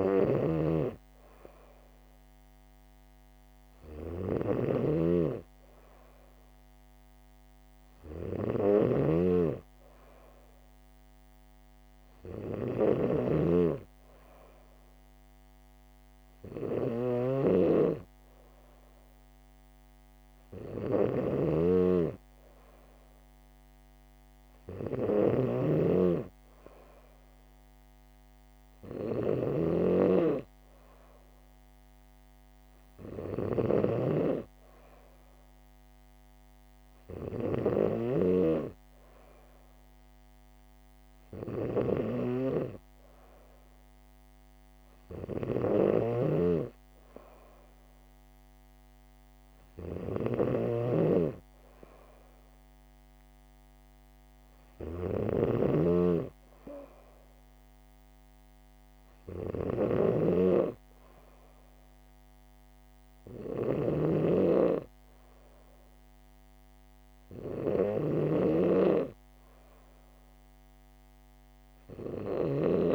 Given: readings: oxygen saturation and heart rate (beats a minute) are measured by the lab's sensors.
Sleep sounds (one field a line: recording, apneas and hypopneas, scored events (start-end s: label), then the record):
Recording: breathing in sleep by a microphone on the trachea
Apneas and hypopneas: none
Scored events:
0.00-72.95 s: snoring (device-marked)
From the record:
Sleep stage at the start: N3 (deep sleep)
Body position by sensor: on the back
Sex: female